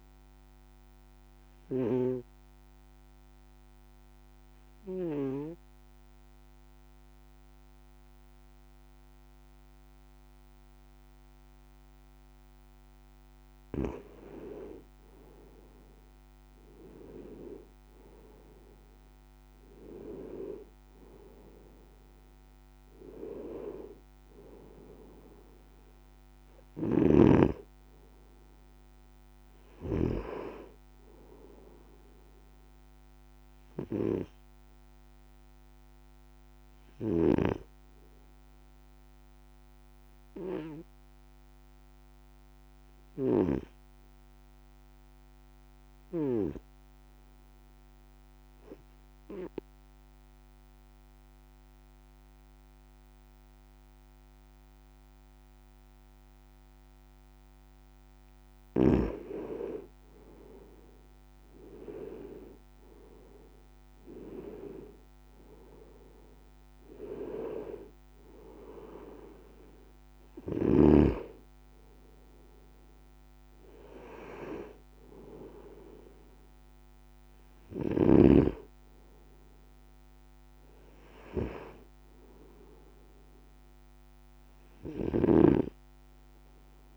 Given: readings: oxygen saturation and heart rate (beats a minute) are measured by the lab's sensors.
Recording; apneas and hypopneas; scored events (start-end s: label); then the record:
breathing in sleep by a microphone on the trachea; 2
0.50-13.50 s: obstructive apnea (oxygen 96% before, 90% lowest, heart rate 56 before, 55 extreme, up 6 after)
15.50-20.00 s: arousal
15.50-42.50 s: oxygen desaturation (device-marked, oxygen 96% before, 91% lowest, heart rate 56 before, 55 extreme)
35.50-57.50 s: obstructive apnea (oxygen 96% before, 90% lowest, heart rate 58 before, 55 extreme, up 8 after)
57.50-86.50 s: oxygen desaturation (device-marked, oxygen 96% before, 90% lowest, heart rate 56 before, 53 extreme)
58.50-62.50 s: arousal
From the record:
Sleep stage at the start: N2 (light sleep); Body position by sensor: on the right side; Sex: male